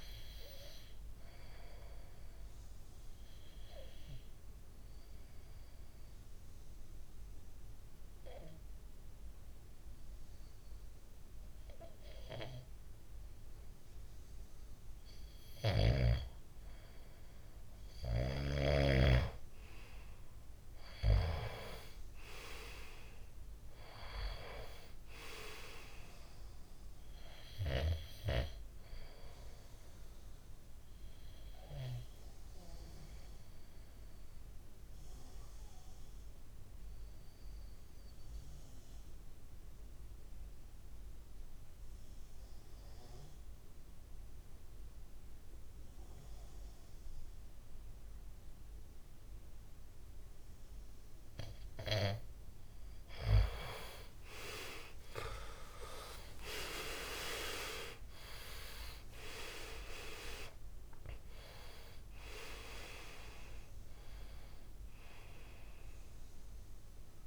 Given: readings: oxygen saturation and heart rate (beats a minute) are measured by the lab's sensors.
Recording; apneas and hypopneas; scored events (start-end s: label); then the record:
breathing in sleep by a room microphone; 2
0.00-11.00 s: oxygen desaturation (device-marked, oxygen 93% lowest, heart rate 63 extreme)
1.50-15.50 s: obstructive apnea (oxygen 98% before, 92% lowest, heart rate 64 before, 62 extreme, up 5 after)
20.50-24.50 s: arousal
33.00-51.50 s: obstructive apnea (oxygen 97% before, 92% lowest, heart rate 66 before, 53 extreme, up 31 after)
52.00-66.00 s: oxygen desaturation (device-marked, oxygen 97% before, 92% lowest, heart rate 62 before, 53 extreme)
55.50-60.00 s: arousal
From the record:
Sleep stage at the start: N2 (light sleep); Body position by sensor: on the back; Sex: male